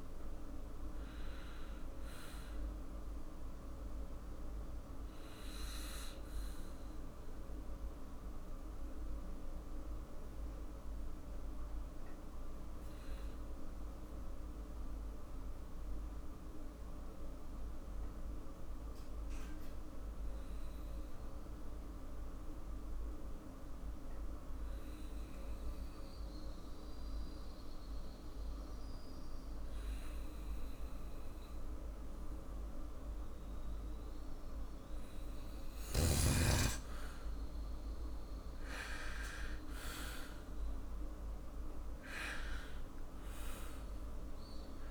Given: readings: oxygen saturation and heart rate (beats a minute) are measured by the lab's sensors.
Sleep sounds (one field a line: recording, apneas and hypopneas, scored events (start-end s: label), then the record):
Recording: breathing in sleep, hard to hear, by a room microphone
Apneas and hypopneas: 1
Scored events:
3.50-35.00 s: mixed apnea (oxygen 99% before, 94% lowest, heart rate 57 before, 49 extreme, up 6 after)
37.50-44.00 s: arousal
From the record:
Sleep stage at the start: N2 (light sleep)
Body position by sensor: on the back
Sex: male